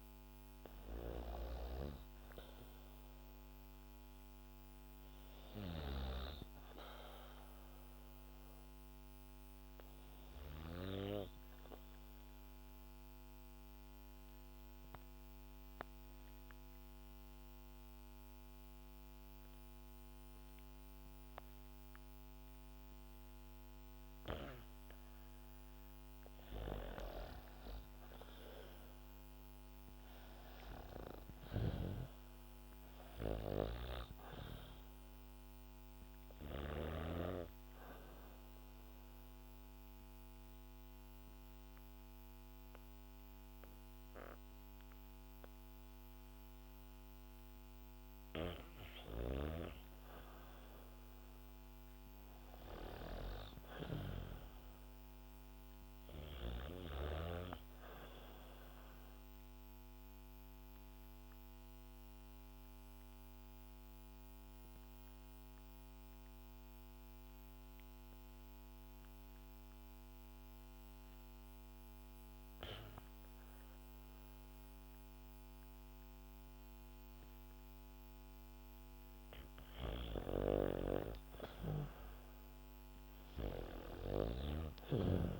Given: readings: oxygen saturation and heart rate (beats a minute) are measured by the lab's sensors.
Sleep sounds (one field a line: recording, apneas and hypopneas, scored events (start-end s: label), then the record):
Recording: breathing in sleep by a microphone on the trachea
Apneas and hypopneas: 3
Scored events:
7.00-85.40 s: new sleep stage, REM sleep
11.00-25.50 s: mixed apnea (oxygen 99% before, 92% lowest, heart rate 79 before, 64 extreme, up 2 after)
25.00-46.00 s: oxygen desaturation (device-marked, oxygen 98% before, 92% lowest, heart rate 65 before, 62 extreme)
27.00-31.50 s: arousal
36.50-48.50 s: obstructive apnea (oxygen 99% before, 90% lowest, heart rate 65 before, 62 extreme, up 2 after)
50.00-54.50 s: arousal
55.00-69.00 s: oxygen desaturation (device-marked, oxygen 99% before, 95% lowest, heart rate 68 before, 59 extreme)
60.00-79.50 s: obstructive apnea (oxygen 99% before, 89% lowest, heart rate 68 before, 59 extreme, up 6 after)
75.00-77.00 s: bradycardia (device-marked, heart rate 69 before, 63 extreme)
80.00-85.40 s: oxygen desaturation (device-marked, oxygen 97% before, 90% lowest, heart rate 63 before, 64 extreme)
82.00-85.40 s: arousal
From the record:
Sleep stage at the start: N2 (light sleep)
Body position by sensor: on the back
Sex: female